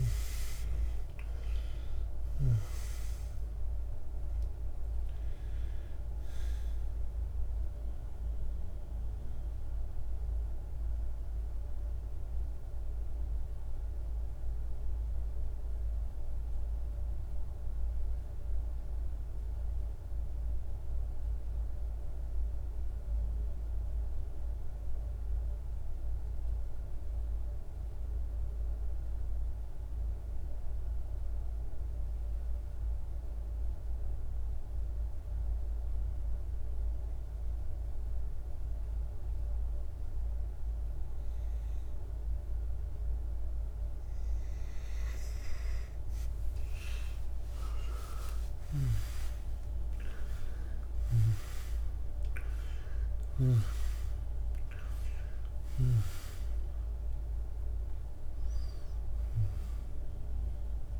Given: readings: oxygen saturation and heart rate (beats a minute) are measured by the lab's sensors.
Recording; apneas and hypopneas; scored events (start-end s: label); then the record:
breathing in sleep by a room microphone; 1
0.00-1.00 s: arousal
0.00-19.50 s: oxygen desaturation (device-marked, oxygen 87% lowest, heart rate 47 extreme)
8.50-43.00 s: mixed apnea (oxygen 97% before, 87% lowest, heart rate 55 before, 47 extreme, up 38 after)
34.50-60.99 s: oxygen desaturation (device-marked, oxygen 99% before, 88% lowest, heart rate 50 before, 47 extreme)
46.50-51.50 s: arousal
From the record:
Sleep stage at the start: N2 (light sleep); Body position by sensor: on the back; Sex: male